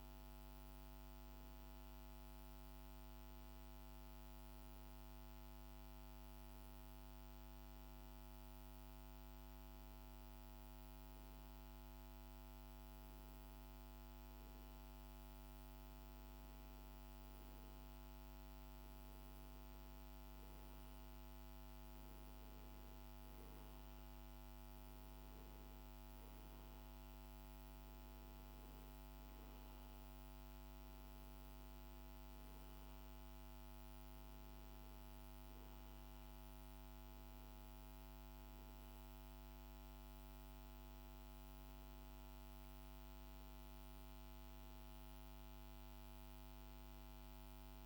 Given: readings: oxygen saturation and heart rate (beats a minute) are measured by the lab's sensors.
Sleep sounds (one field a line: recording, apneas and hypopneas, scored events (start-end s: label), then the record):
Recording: breathing in sleep, hard to hear, by a microphone on the trachea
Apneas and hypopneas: none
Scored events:
none scored
From the record:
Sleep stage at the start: N1 (lightest sleep)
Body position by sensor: on the back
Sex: male